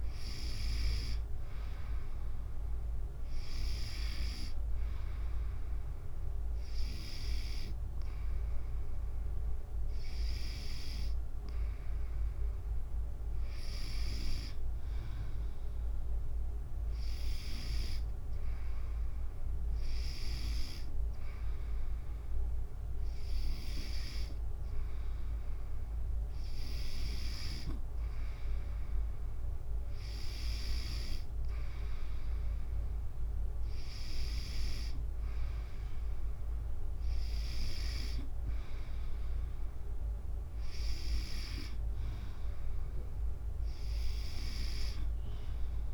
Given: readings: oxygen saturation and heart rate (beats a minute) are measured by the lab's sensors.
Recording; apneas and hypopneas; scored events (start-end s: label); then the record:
breathing in sleep by a room microphone; none
0.00-9.00 s: drop in pulse transit time (device-marked, heart rate 72 extreme)
From the record:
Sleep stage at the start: N2 (light sleep); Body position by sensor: on the back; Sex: female